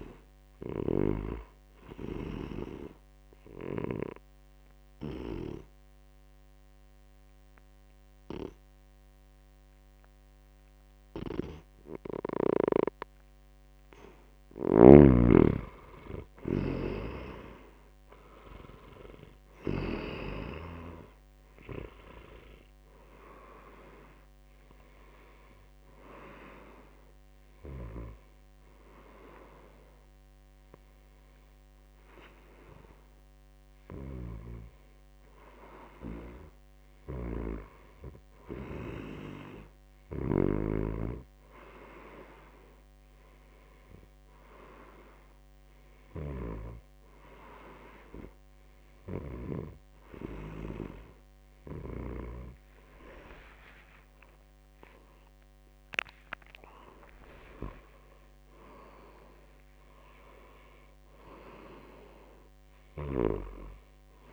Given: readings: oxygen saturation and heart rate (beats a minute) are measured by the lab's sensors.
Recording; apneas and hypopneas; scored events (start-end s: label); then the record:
breathing in sleep by a microphone on the trachea; 1
3.00-14.00 s: obstructive apnea (oxygen 96% before, 85% lowest, heart rate 98 before, 79 extreme, up 5 after)
13.00-36.00 s: oxygen desaturation (device-marked, oxygen 96% before, 85% lowest, heart rate 89 before, 82 extreme)
14.50-20.00 s: snoring (device-marked)
17.50-21.50 s: arousal
53.00-57.00 s: arousal
63.00-64.33 s: snoring (device-marked)
From the record:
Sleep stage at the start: N1 (lightest sleep); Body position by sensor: on the back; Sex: male